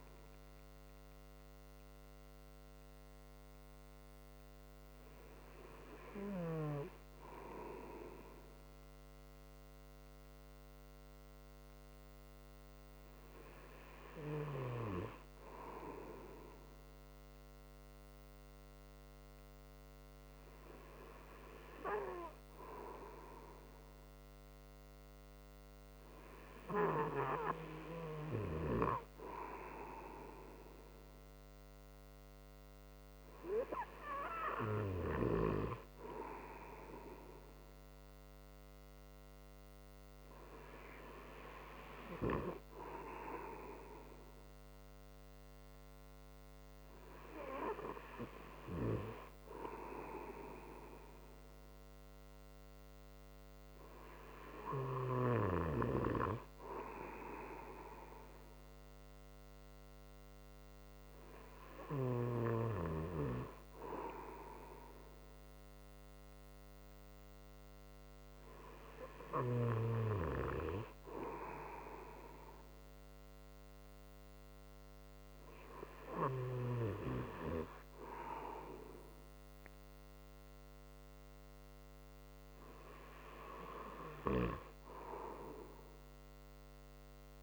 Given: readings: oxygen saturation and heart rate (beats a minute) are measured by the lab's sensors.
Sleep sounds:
breathing in sleep by a microphone on the trachea; none
none scored
From the record:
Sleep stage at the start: N2 (light sleep); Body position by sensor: on the right side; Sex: male

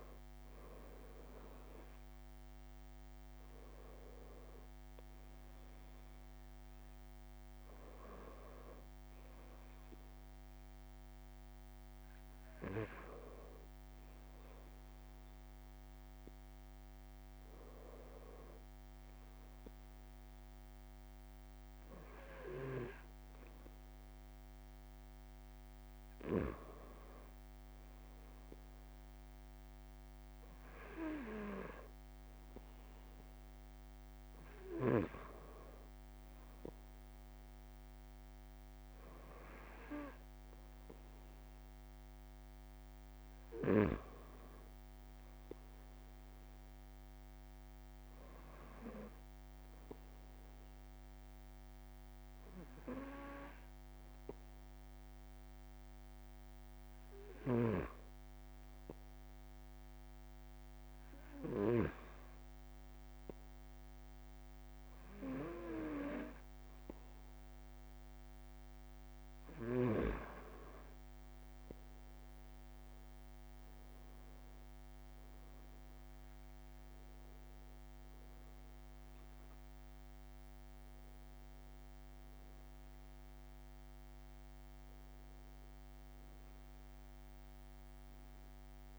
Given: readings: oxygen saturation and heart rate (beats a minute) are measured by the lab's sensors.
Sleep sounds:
breathing in sleep by a microphone on the trachea; none
7.00-9.00 s: long interval between heartbeats (device-marked)
18.00-88.99 s: new sleep stage, N2 (light sleep)
21.50-23.50 s: long interval between heartbeats (device-marked)
25.00-27.00 s: long interval between heartbeats (device-marked)
46.50-48.50 s: long interval between heartbeats (device-marked)
61.00-63.00 s: long interval between heartbeats (device-marked)
65.50-67.50 s: long interval between heartbeats (device-marked)
From the record:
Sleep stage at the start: REM sleep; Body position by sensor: on the back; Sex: male

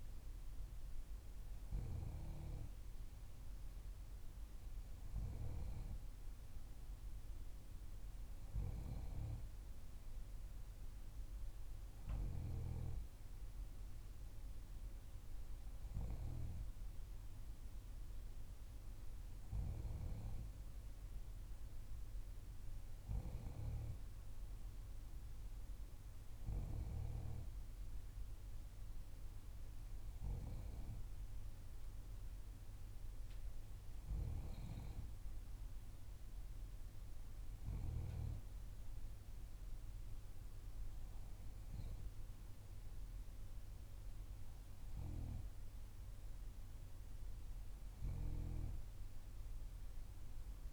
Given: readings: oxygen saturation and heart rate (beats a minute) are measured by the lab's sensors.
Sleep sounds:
breathing in sleep by a room microphone; none
none scored
From the record:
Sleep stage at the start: N3 (deep sleep); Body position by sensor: on the back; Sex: female

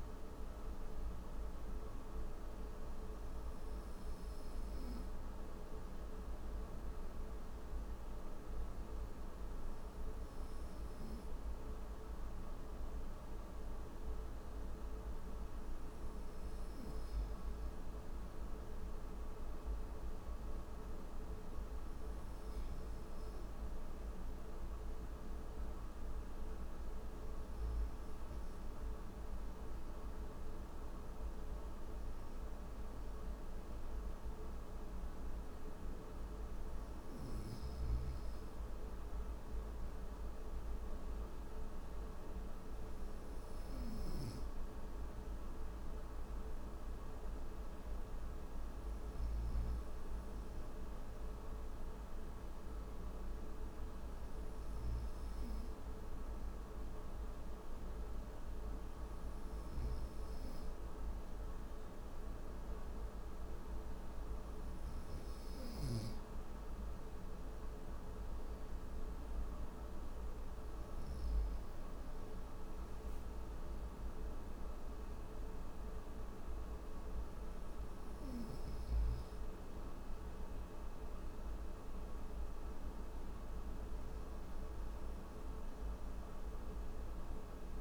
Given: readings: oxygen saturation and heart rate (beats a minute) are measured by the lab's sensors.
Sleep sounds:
breathing in sleep, hard to hear, by a room microphone; none
none scored
From the record:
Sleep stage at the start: N3 (deep sleep); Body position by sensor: upright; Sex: male

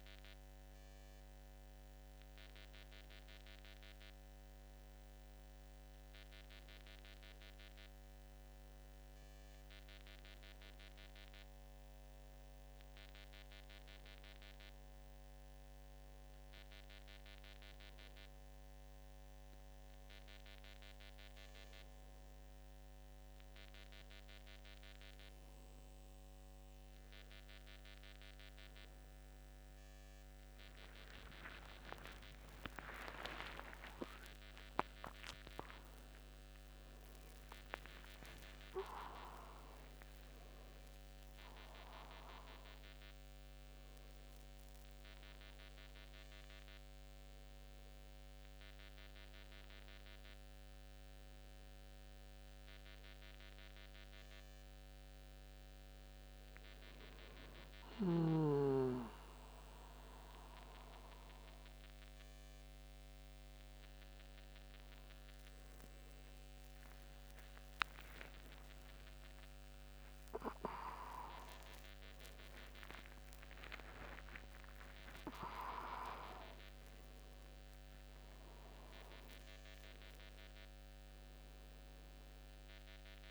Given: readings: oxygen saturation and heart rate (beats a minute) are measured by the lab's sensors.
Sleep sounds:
a person awake in a sleep study, by a microphone on the trachea; none
27.00-83.31 s: new sleep stage, awake
31.00-33.00 s: long interval between heartbeats (device-marked, heart rate 90 before, 98 extreme)
72.00-74.00 s: long interval between heartbeats (device-marked, heart rate 92 before, 144 extreme)
74.50-76.50 s: long interval between heartbeats (device-marked, heart rate 98 before, 175 extreme)
77.00-79.00 s: long interval between heartbeats (device-marked, heart rate 112 before, 146 extreme)
80.00-82.00 s: long interval between heartbeats (device-marked, heart rate 122 before, 97 extreme)
From the record:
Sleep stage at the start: N2 (light sleep); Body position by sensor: on the back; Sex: male

